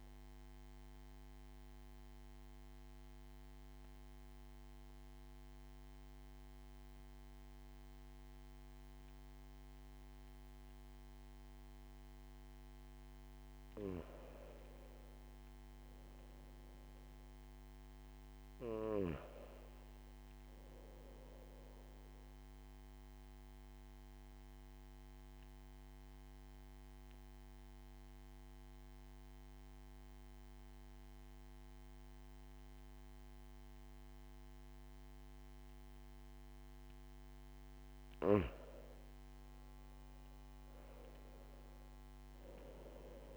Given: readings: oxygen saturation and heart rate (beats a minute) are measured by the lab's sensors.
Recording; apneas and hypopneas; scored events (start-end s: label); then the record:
breathing in sleep by a microphone on the trachea; 2
0.00-14.00 s: oxygen desaturation (device-marked, oxygen 92% lowest)
2.00-13.00 s: obstructive apnea (oxygen 96% before, 92% lowest)
14.50-17.50 s: arousal
24.50-37.00 s: obstructive apnea (oxygen 97% before, 93% lowest)
39.00-43.00 s: arousal
From the record:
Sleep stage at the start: N2 (light sleep); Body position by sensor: on the back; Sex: male